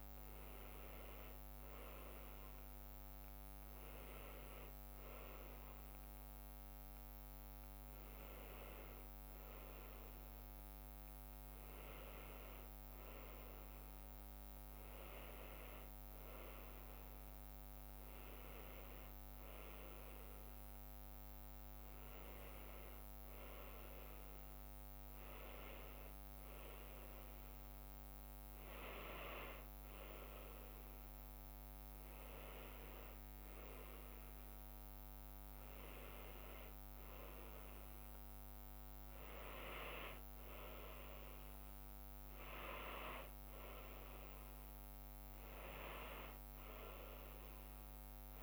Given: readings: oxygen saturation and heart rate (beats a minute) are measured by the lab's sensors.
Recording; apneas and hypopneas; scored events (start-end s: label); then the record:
breathing in sleep by a microphone on the trachea; none
none scored
From the record:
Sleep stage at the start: N2 (light sleep); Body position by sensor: on the back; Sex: female